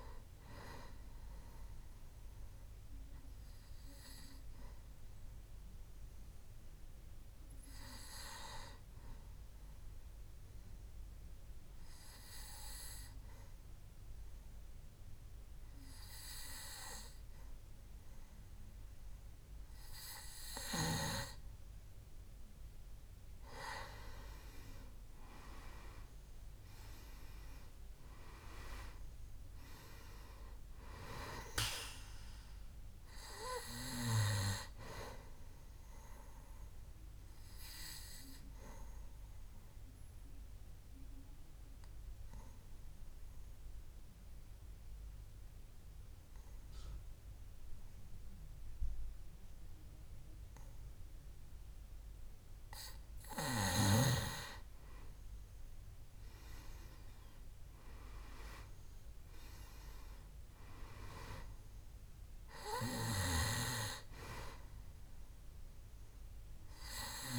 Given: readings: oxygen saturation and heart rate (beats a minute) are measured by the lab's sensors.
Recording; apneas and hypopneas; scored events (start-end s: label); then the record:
breathing in sleep by a room microphone; 2
0.00-15.50 s: oxygen desaturation (device-marked, oxygen 90% lowest, heart rate 62 extreme)
3.50-23.50 s: obstructive apnea (oxygen 98% before, 90% lowest, heart rate 73 before, 62 extreme, up 9 after)
25.50-30.00 s: arousal
30.50-50.50 s: oxygen desaturation (device-marked, oxygen 98% before, 92% lowest, heart rate 65 before, 65 extreme)
37.00-53.50 s: obstructive apnea (oxygen 99% before, 91% lowest, heart rate 66 before, 65 extreme, up 5 after)
55.50-59.50 s: arousal
58.50-67.39 s: oxygen desaturation (device-marked, oxygen 98% before, 92% lowest, heart rate 67 before, 65 extreme)
From the record:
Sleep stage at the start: N2 (light sleep); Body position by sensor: on the back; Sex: male